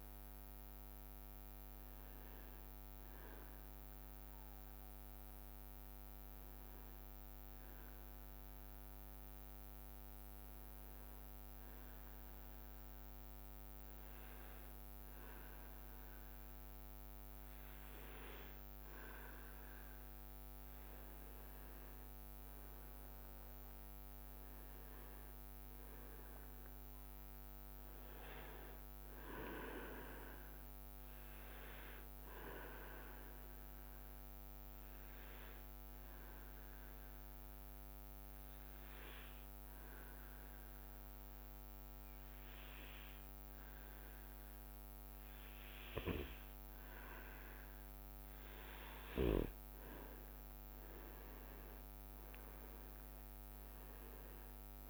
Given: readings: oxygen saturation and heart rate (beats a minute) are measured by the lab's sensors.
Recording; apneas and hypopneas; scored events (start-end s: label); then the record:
breathing in sleep by a microphone on the trachea; 2
0.00-9.50 s: oxygen desaturation (device-marked, oxygen 93% lowest, heart rate 64 extreme)
4.00-19.00 s: obstructive apnea (oxygen 98% before, 93% lowest, heart rate 71 before, 64 extreme, up 6 after)
20.50-23.00 s: leg movement (device-marked)
23.00-27.50 s: arousal
34.00-47.50 s: obstructive apnea (oxygen 99% before, 93% lowest, heart rate 67 before, 65 extreme, up 5 after)
49.50-52.00 s: leg movement (device-marked)
49.50-54.90 s: oxygen desaturation (device-marked, oxygen 98% before, 93% lowest, heart rate 66 before, 65 extreme)
50.50-54.90 s: arousal
From the record:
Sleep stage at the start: N2 (light sleep); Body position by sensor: on the back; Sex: male